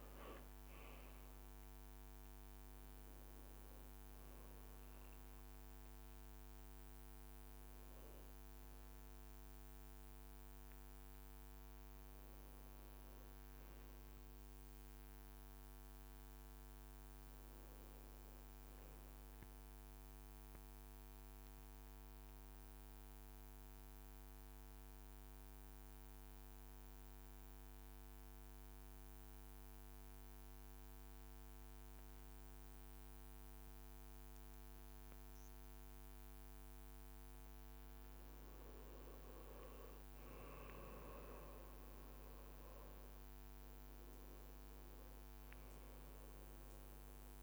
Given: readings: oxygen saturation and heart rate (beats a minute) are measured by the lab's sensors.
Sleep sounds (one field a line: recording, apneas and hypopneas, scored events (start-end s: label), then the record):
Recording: breathing in sleep, hard to hear, by a microphone on the trachea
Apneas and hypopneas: 1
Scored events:
0.00-7.00 s: oxygen desaturation (device-marked, oxygen 93% lowest, heart rate 54 extreme)
19.50-36.50 s: central apnea (oxygen 95% before, 92% lowest, heart rate 60 before, 53 extreme, up 3 after)
35.50-36.50 s: leg movement (device-marked)
39.00-41.00 s: leg movement (device-marked)
39.00-43.50 s: arousal
41.00-47.43 s: oxygen desaturation (device-marked, oxygen 97% before, 92% lowest, heart rate 54 before, 54 extreme)
From the record:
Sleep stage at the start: N2 (light sleep)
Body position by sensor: on the right side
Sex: male